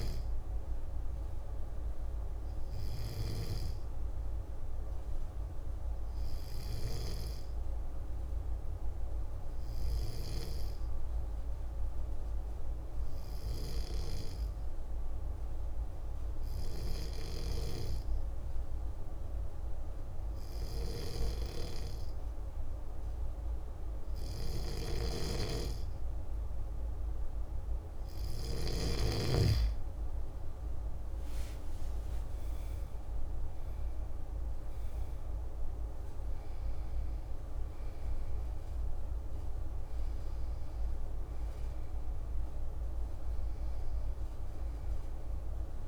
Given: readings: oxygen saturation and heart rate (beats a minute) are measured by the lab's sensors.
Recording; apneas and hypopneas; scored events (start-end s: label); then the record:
breathing in sleep by a room microphone; 1
4.50-27.50 s: obstructive apnea (oxygen 98% before, 93% lowest, heart rate 139 before, 50 extreme, up 54 after)
29.50-33.50 s: arousal
32.00-45.88 s: oxygen desaturation (device-marked, oxygen 96% before, 93% lowest, heart rate 96 before, 68 extreme)
From the record:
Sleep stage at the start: N2 (light sleep); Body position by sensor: on the back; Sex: male